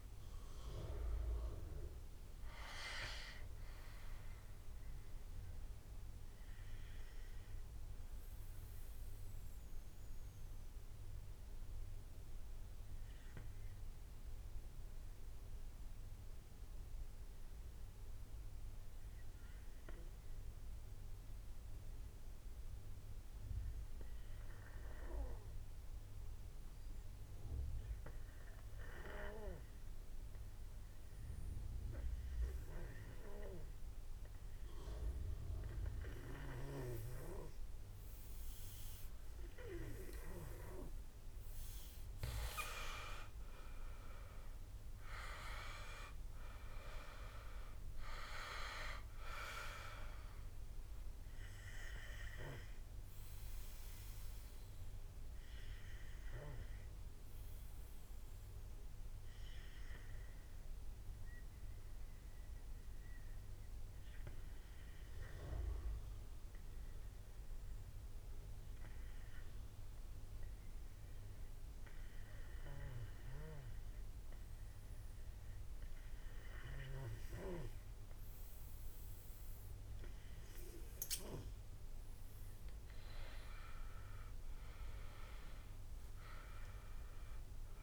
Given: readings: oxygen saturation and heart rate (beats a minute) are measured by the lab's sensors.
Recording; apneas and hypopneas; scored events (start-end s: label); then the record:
breathing in sleep by a room microphone; 2
0.00-9.00 s: drop in pulse transit time (device-marked, heart rate 53 extreme)
0.00-16.00 s: oxygen desaturation (device-marked, oxygen 85% lowest, heart rate 48 extreme)
4.50-40.00 s: obstructive apnea (oxygen 100% before, 84% lowest, heart rate 62 before, 48 extreme, up 18 after)
29.00-53.00 s: oxygen desaturation (device-marked, oxygen 99% before, 85% lowest, heart rate 51 before, 49 extreme)
42.00-45.50 s: arousal
43.00-55.00 s: drop in pulse transit time (device-marked, heart rate 55 before, 54 extreme)
51.00-79.50 s: obstructive apnea (oxygen 99% before, 84% lowest, heart rate 60 before, 49 extreme, up 11 after)
72.00-87.83 s: oxygen desaturation (device-marked, oxygen 98% before, 84% lowest, heart rate 53 before, 51 extreme)
82.00-86.00 s: arousal
From the record:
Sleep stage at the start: N2 (light sleep); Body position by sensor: on the back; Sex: male